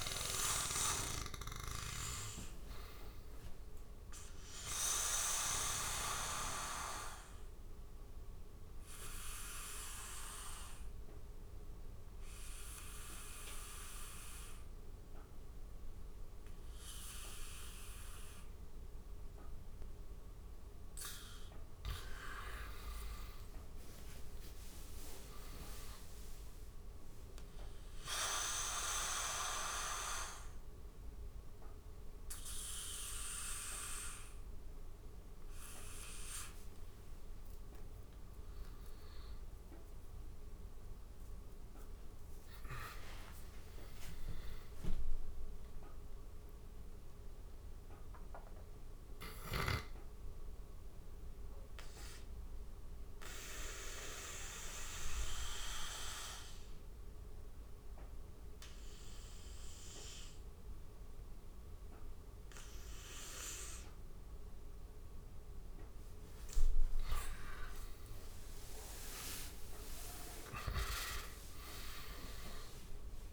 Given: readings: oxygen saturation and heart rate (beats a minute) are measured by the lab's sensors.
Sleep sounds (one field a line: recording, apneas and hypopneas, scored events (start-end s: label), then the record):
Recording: breathing in sleep by a room microphone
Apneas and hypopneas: 3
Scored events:
1.50-20.50 s: oxygen desaturation (device-marked, oxygen 98% before, 90% lowest, heart rate 81 before, 72 extreme)
6.00-19.50 s: obstructive apnea (oxygen 98% before, 89% lowest, heart rate 82 before, 72 extreme, up 13 after)
21.50-24.50 s: arousal
26.50-37.50 s: obstructive apnea (oxygen 98% before, 89% lowest, heart rate 78 before, 80 extreme, up 9 after)
28.50-61.50 s: oxygen desaturation (device-marked, oxygen 98% before, 89% lowest, heart rate 78 before, 70 extreme)
38.50-42.50 s: arousal
45.50-65.00 s: obstructive apnea (oxygen 98% before, 89% lowest, heart rate 85 before, 70 extreme, up 19 after)
66.00-70.00 s: arousal
From the record:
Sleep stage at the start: N2 (light sleep)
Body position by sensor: on the back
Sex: male